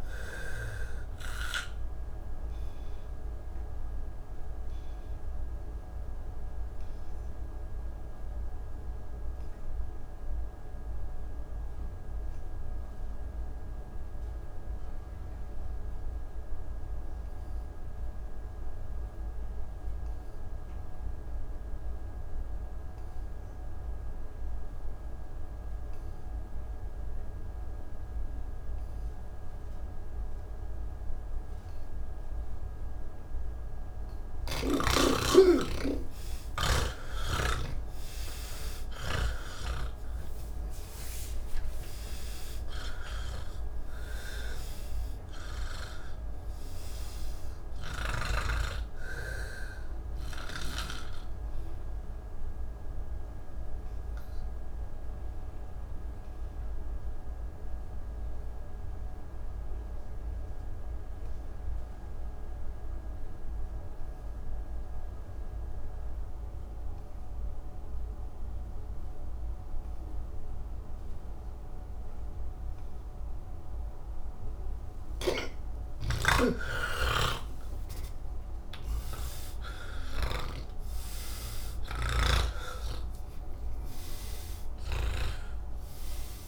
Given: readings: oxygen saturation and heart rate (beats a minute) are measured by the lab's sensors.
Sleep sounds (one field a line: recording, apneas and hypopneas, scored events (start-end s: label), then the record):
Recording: breathing in sleep by a room microphone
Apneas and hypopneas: 2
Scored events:
0.00-16.50 s: oxygen desaturation (device-marked, oxygen 80% lowest, heart rate 77 extreme)
3.50-33.50 s: obstructive apnea (oxygen 99% before, 79% lowest, heart rate 132 before, 77 extreme, up 22 after)
27.50-65.50 s: oxygen desaturation (device-marked, oxygen 98% before, 79% lowest, heart rate 79 before, 58 extreme)
52.50-74.50 s: obstructive apnea (oxygen 96% before, 79% lowest, heart rate 88 before, 58 extreme, up 19 after)
74.50-86.48 s: oxygen desaturation (device-marked, oxygen 99% before, 81% lowest, heart rate 78 before, 47 extreme)
75.50-86.48 s: snoring (device-marked)
From the record:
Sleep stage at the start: N3 (deep sleep)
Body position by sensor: on the back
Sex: male